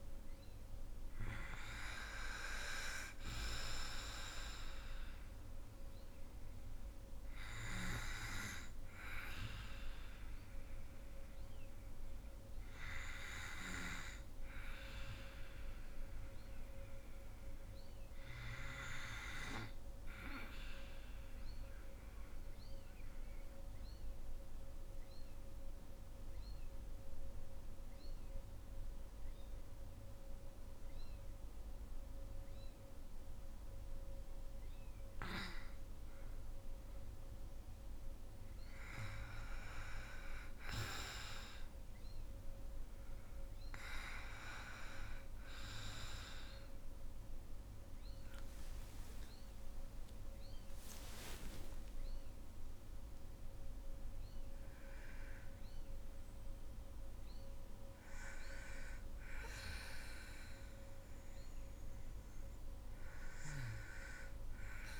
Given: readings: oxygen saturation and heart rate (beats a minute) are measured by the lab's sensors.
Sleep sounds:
breathing in sleep by a room microphone; 1
0.00-1.50 s: arousal
0.00-23.50 s: oxygen desaturation (device-marked, oxygen 92% lowest, heart rate 51 extreme)
21.50-37.00 s: obstructive apnea (oxygen 98% before, 91% lowest, heart rate 56 before, 51 extreme, up 9 after)
37.50-65.00 s: oxygen desaturation (device-marked, oxygen 99% before, 91% lowest, heart rate 53 before, 55 extreme)
45.50-50.00 s: arousal
48.00-50.00 s: long interval between heartbeats (device-marked, heart rate 55 before, 69 extreme)
50.50-52.50 s: long interval between heartbeats (device-marked, heart rate 59 before, 105 extreme)
From the record:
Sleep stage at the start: N2 (light sleep); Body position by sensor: on the back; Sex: female

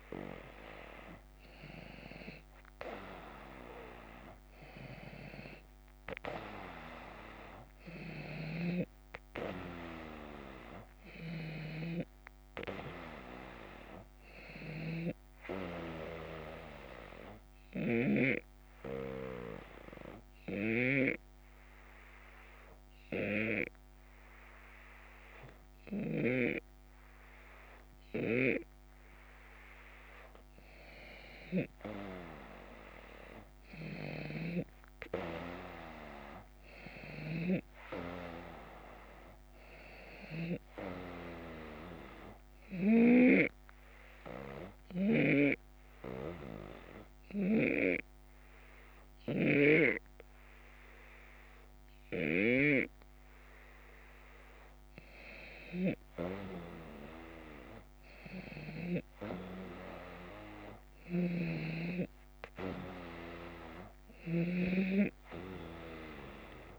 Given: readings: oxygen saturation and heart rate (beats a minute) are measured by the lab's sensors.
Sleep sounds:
breathing in sleep by a microphone on the trachea; 2
0.00-5.00 s: arousal
8.00-18.00 s: snoring (device-marked)
15.50-29.00 s: obstructive apnea (oxygen 94% before, 92% lowest, heart rate 76 before, 76 extreme, up 2 after)
31.50-35.50 s: arousal
42.50-54.00 s: obstructive apnea (oxygen 95% before, 91% lowest, heart rate 78 before, 75 extreme, up 2 after)
49.00-52.50 s: snoring (device-marked)
57.00-62.50 s: arousal
60.50-64.50 s: snoring (device-marked)
From the record:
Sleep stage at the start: N2 (light sleep); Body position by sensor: on the back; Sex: male

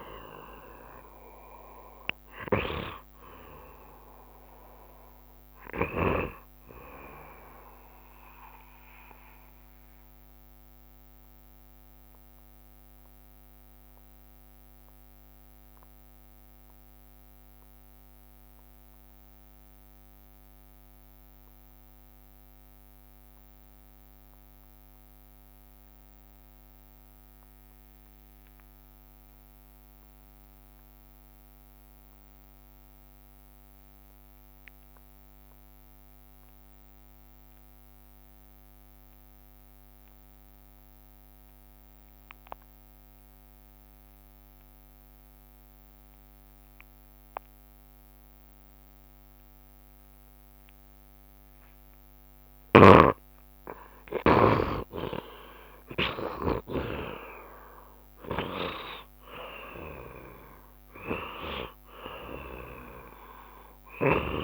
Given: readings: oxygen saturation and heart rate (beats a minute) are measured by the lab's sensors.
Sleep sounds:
breathing in sleep by a microphone on the trachea; 1
0.00-34.50 s: oxygen desaturation (device-marked, oxygen 72% lowest, heart rate 65 extreme)
9.50-53.00 s: obstructive apnea (oxygen 84% before, 70% lowest, heart rate 84 before, 65 extreme, up 4 after)
39.50-64.44 s: oxygen desaturation (device-marked, oxygen 93% before, 70% lowest, heart rate 67 before, 67 extreme)
55.00-59.00 s: arousal
From the record:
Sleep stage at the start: N2 (light sleep); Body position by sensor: on the back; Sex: male

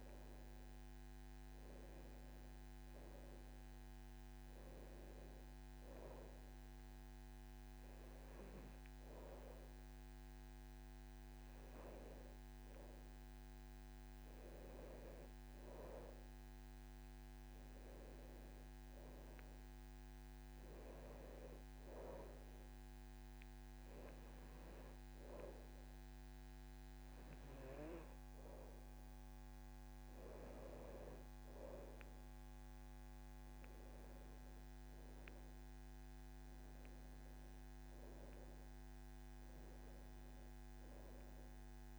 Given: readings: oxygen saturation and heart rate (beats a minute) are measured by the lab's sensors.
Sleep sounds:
breathing in sleep by a microphone on the trachea; none
16.50-41.99 s: new sleep stage, N2 (light sleep)
From the record:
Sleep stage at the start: N1 (lightest sleep); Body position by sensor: on the back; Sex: male

